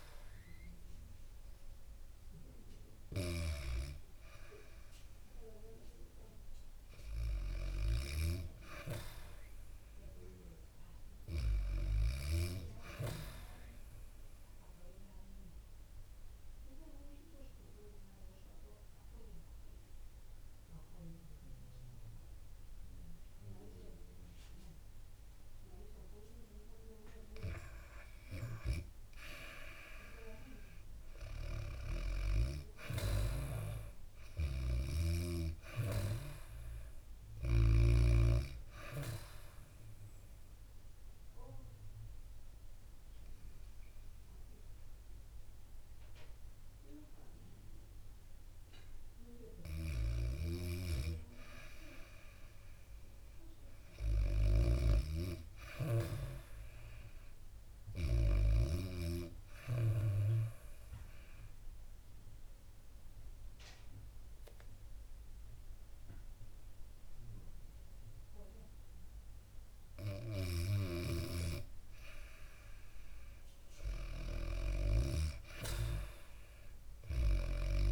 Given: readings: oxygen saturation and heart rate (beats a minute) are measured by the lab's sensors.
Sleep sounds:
breathing in sleep by a room microphone; 3
0.00-2.50 s: snoring (device-marked)
0.00-7.50 s: oxygen desaturation (device-marked, oxygen 92% lowest, heart rate 62 extreme)
15.00-28.50 s: obstructive apnea (oxygen 96% before, 91% lowest, heart rate 71 before, 62 extreme, up 8 after)
30.50-34.50 s: arousal
33.50-37.00 s: snoring (device-marked)
35.50-48.50 s: oxygen desaturation (device-marked, oxygen 96% before, 91% lowest, heart rate 68 before, 64 extreme)
40.50-51.00 s: obstructive apnea (oxygen 96% before, 91% lowest, heart rate 68 before, 64 extreme, up 4 after)
49.00-57.50 s: snoring (device-marked)
53.50-57.50 s: arousal
59.50-71.50 s: oxygen desaturation (device-marked, oxygen 97% before, 93% lowest, heart rate 72 before, 64 extreme)
61.00-72.00 s: obstructive apnea (oxygen 97% before, 90% lowest, heart rate 72 before, 65 extreme, up 9 after)
74.50-77.91 s: arousal
From the record:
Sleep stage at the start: REM sleep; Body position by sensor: on the back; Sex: female

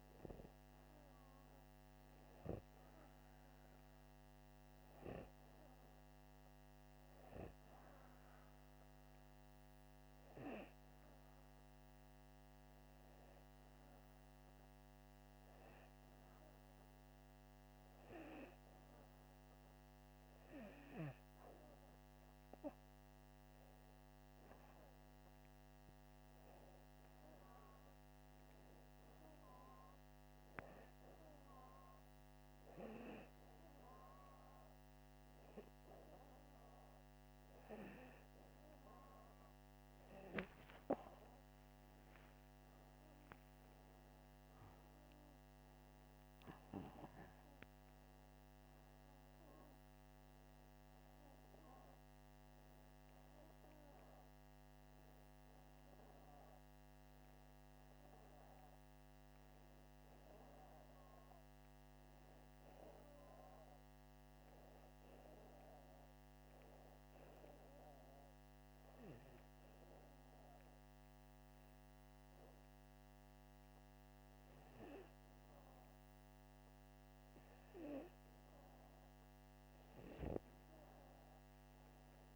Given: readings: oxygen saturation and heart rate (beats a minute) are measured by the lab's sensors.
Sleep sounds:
breathing in sleep by a microphone on the trachea; 1
41.50-45.50 s: arousal
65.50-76.50 s: hypopnea (oxygen 94% before, 92% lowest, heart rate 83 before, 82 extreme, up 0 after)
80.50-82.36 s: arousal
From the record:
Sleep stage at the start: N2 (light sleep); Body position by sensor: upright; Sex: male

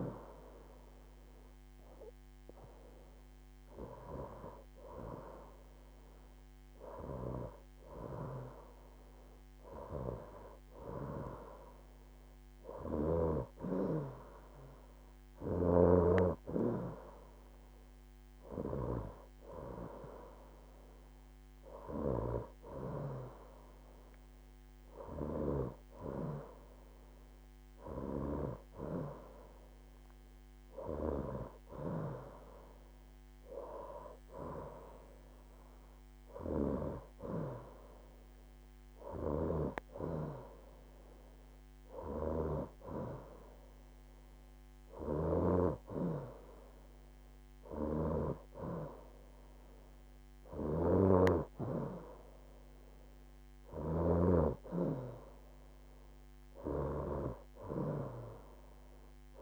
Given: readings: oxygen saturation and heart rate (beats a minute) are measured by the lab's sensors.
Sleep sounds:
breathing in sleep by a microphone on the trachea; none
none scored
From the record:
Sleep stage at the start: N2 (light sleep); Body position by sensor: on the right side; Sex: female

